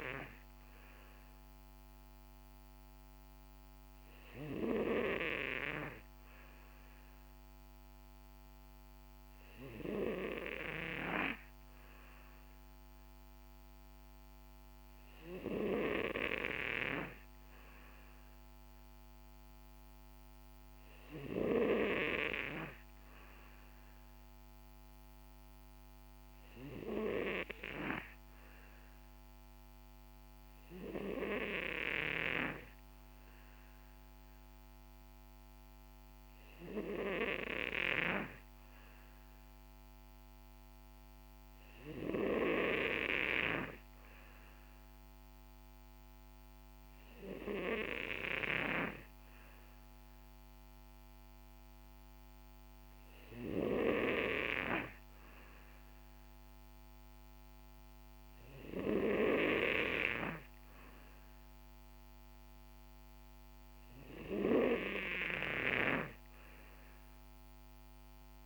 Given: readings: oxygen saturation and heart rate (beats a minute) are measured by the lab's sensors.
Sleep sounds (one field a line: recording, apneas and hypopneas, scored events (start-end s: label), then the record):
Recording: breathing in sleep by a microphone on the trachea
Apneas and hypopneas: none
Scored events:
none scored
From the record:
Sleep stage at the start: N2 (light sleep)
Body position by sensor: on the back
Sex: male